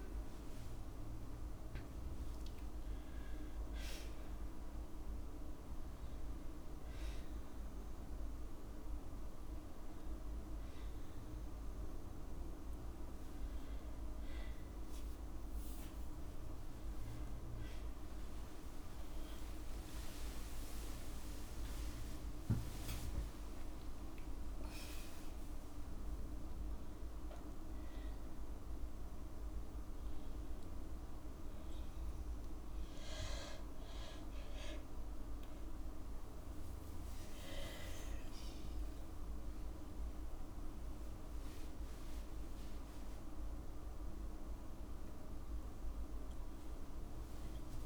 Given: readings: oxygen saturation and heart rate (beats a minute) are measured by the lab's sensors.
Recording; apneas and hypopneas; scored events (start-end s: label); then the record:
breathing in sleep, hard to hear, by a room microphone; none
16.50-25.50 s: tachycardia (device-marked, heart rate 58 before, 174 extreme)
18.50-22.00 s: arousal
20.00-22.00 s: long interval between heartbeats (device-marked, heart rate 64 before, 109 extreme)
22.50-24.50 s: long interval between heartbeats (device-marked, heart rate 71 before, 139 extreme)
25.00-27.00 s: long interval between heartbeats (device-marked, heart rate 79 before, 139 extreme)
29.50-31.50 s: long interval between heartbeats (device-marked, heart rate 95 before, 85 extreme)
40.50-42.50 s: long interval between heartbeats (device-marked, heart rate 101 before, 75 extreme)
42.50-44.50 s: long interval between heartbeats (device-marked, heart rate 96 before, 83 extreme)
From the record:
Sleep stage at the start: N2 (light sleep); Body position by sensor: on the back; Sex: female